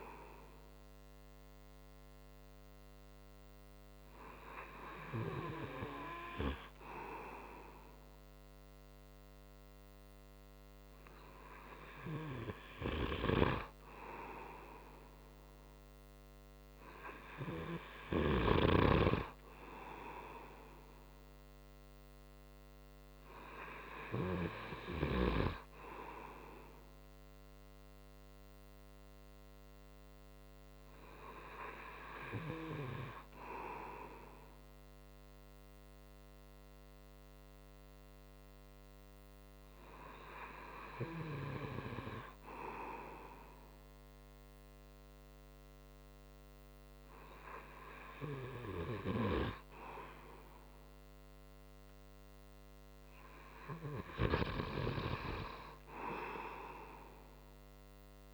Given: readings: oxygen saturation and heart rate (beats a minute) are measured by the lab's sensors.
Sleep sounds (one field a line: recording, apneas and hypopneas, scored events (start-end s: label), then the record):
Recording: breathing in sleep by a microphone on the trachea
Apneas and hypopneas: none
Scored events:
none scored
From the record:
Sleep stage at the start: N2 (light sleep)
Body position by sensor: on the front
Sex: male